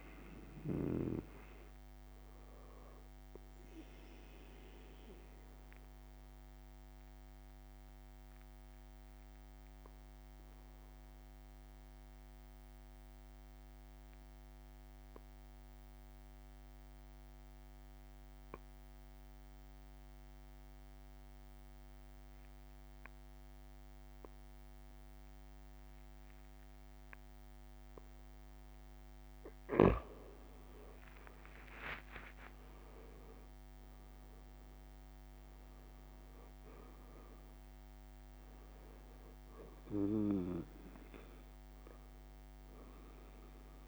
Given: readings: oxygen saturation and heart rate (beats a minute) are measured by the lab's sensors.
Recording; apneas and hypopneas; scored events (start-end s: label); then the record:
breathing in sleep by a microphone on the trachea; 1
4.50-28.50 s: obstructive apnea (oxygen 97% before, 90% lowest)
16.00-18.00 s: long interval between heartbeats (device-marked)
29.00-31.00 s: long interval between heartbeats (device-marked)
31.00-34.50 s: arousal
35.00-43.88 s: oxygen desaturation (device-marked, oxygen 97% before, 90% lowest)
43.00-43.88 s: new sleep stage, awake
From the record:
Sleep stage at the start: N2 (light sleep); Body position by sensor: on the back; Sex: male